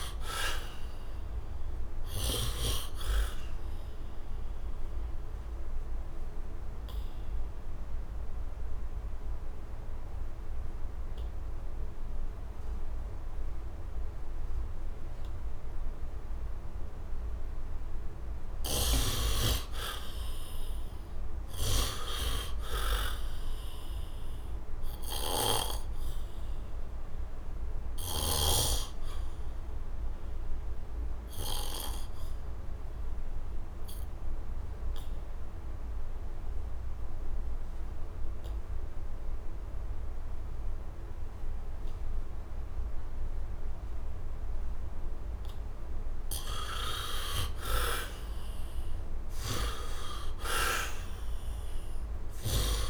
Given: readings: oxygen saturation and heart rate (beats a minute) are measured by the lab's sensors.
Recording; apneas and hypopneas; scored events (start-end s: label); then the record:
breathing in sleep by a room microphone; 2
0.00-21.50 s: oxygen desaturation (device-marked, oxygen 52% lowest, heart rate 73 extreme)
4.50-18.50 s: obstructive apnea (oxygen 81% before, 52% lowest, heart rate 94 before, 73 extreme, up 14 after)
18.00-31.50 s: snoring (device-marked)
20.00-23.50 s: arousal
23.50-38.50 s: oxygen desaturation (device-marked, oxygen 100% before, 75% lowest, heart rate 78 before, 72 extreme)
26.50-45.00 s: obstructive apnea (oxygen 100% before, 66% lowest, heart rate 79 before, 71 extreme, up 13 after)
40.50-52.90 s: oxygen desaturation (device-marked, oxygen 98% before, 67% lowest, heart rate 79 before, 71 extreme)
46.50-50.50 s: arousal
From the record:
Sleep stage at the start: N2 (light sleep); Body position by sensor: on the back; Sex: male